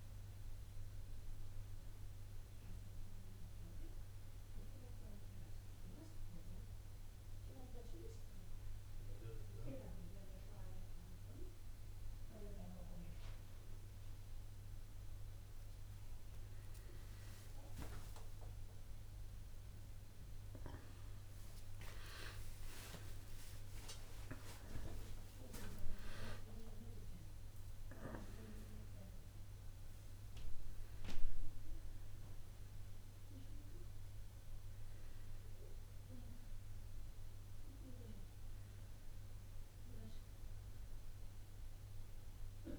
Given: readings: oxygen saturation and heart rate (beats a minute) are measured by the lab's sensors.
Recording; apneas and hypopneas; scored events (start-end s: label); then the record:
breathing in sleep by a room microphone; none
none scored
From the record:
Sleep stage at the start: N2 (light sleep); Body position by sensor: on the back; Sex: male